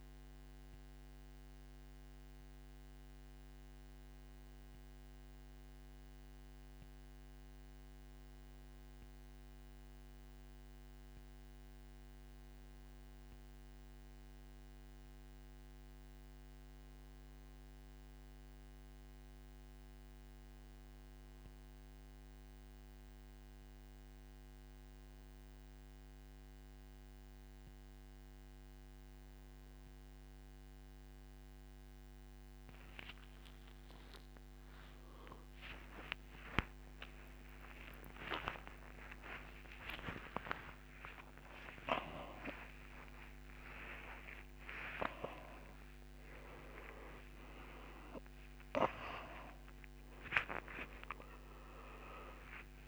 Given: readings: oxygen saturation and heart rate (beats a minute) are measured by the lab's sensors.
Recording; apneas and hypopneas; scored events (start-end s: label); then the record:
a person partly awake in a sleep study, by a microphone on the trachea; none
26.50-52.88 s: new sleep stage, awake
From the record:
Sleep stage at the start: N2 (light sleep); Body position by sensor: on the back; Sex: male